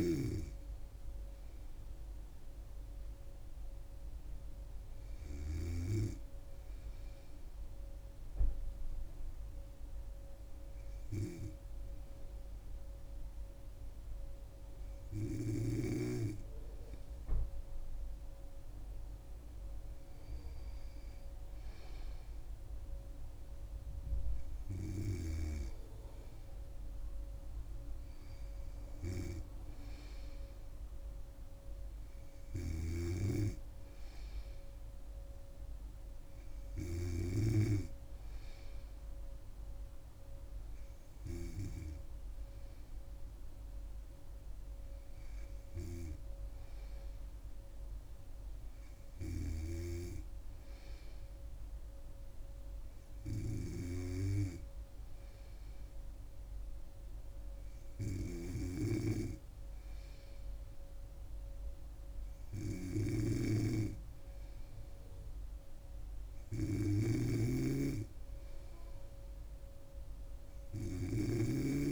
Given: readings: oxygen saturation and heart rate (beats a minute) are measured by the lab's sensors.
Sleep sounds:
breathing in sleep by a room microphone; none
14.00-71.92 s: new sleep stage, N2 (light sleep)
67.00-71.92 s: snoring (device-marked)
From the record:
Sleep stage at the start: N3 (deep sleep); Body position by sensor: on the back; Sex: female

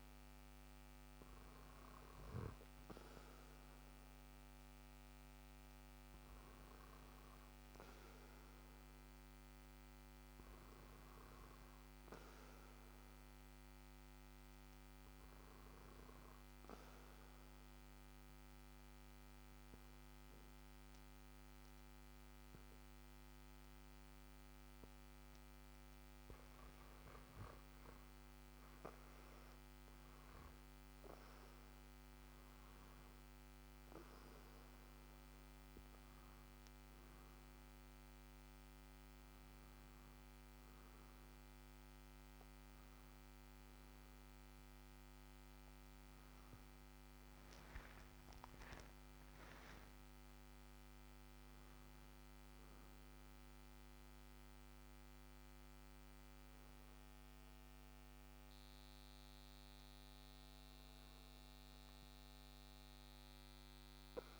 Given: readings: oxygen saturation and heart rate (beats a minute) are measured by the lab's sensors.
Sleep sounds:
a person partly awake in a sleep study, hard to hear, by a microphone on the trachea; 1
10.00-22.00 s: oxygen desaturation (device-marked, oxygen 94% before, 90% lowest, heart rate 60 before, 56 extreme)
17.00-27.50 s: obstructive apnea (oxygen 94% before, 92% lowest, heart rate 61 before, 56 extreme, up 3 after)
33.00-63.00 s: new sleep stage, awake
63.00-64.39 s: new sleep stage, N2 (light sleep)
From the record:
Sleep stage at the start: N2 (light sleep); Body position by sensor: on the back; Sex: male

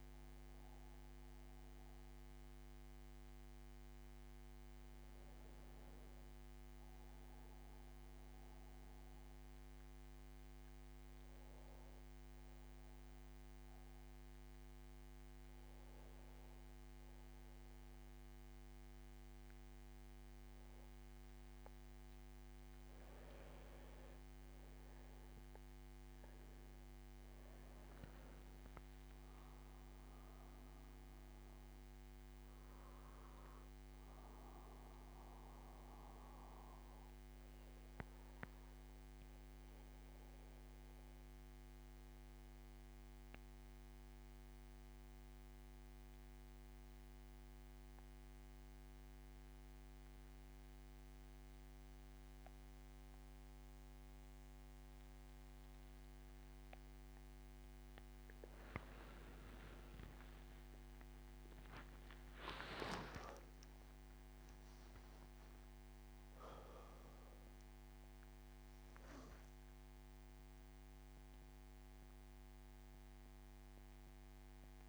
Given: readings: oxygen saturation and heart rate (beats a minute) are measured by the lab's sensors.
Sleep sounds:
breathing in sleep, hard to hear, by a microphone on the trachea; 2
1.00-5.00 s: arousal
8.00-22.00 s: hypopnea (oxygen 99% before, 91% lowest, heart rate 76 before, 75 extreme, up 5 after)
24.50-28.00 s: arousal
30.00-60.00 s: new sleep stage, N2 (light sleep)
37.50-56.50 s: mixed apnea (oxygen 98% before, 91% lowest, heart rate 83 before, 70 extreme, up 11 after)
56.00-74.88 s: oxygen desaturation (device-marked, oxygen 97% before, 91% lowest, heart rate 78 before, 70 extreme)
60.00-74.88 s: new sleep stage, awake
From the record:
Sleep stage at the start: N1 (lightest sleep); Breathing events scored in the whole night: 223 in 5.4 hours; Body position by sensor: on the back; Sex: male

